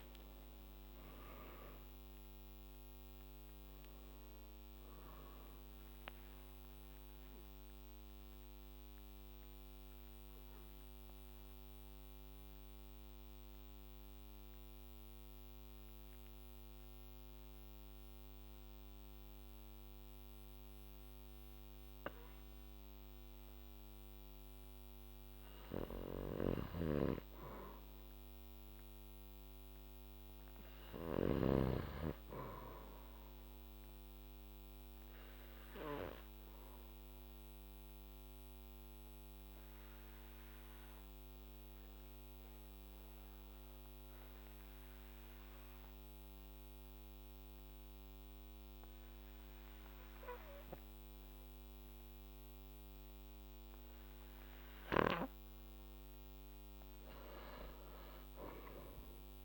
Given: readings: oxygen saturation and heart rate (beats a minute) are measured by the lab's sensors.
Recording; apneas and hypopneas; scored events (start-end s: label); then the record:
breathing in sleep by a microphone on the trachea; 2
0.00-5.00 s: arousal
1.50-23.50 s: oxygen desaturation (device-marked, oxygen 97% before, 91% lowest, heart rate 60 before, 54 extreme)
7.50-26.00 s: obstructive apnea (oxygen 99% before, 91% lowest, heart rate 63 before, 54 extreme, up 0 after)
28.00-31.00 s: arousal
36.00-55.00 s: obstructive apnea (oxygen 99% before, 91% lowest, heart rate 59 before, 54 extreme, up 6 after)
44.50-54.50 s: oxygen desaturation (device-marked, oxygen 97% before, 94% lowest, heart rate 58 before, 55 extreme)
57.00-59.45 s: arousal
From the record:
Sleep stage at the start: N2 (light sleep); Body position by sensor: on the back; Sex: male